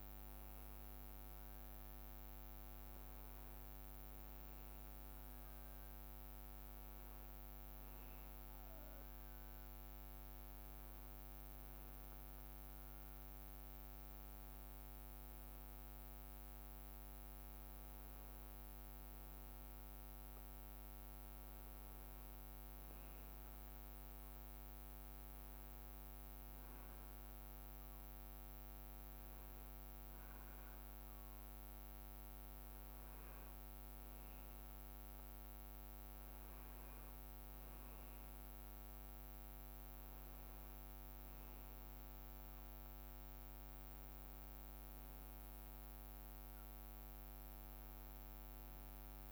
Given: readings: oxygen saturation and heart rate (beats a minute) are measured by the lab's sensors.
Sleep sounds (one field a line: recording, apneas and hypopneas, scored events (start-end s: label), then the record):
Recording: breathing in sleep, hard to hear, by a microphone on the trachea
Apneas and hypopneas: none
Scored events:
32.50-35.00 s: leg movement (device-marked)
35.50-37.00 s: leg movement (device-marked)
From the record:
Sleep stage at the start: N2 (light sleep)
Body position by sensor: on the back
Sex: male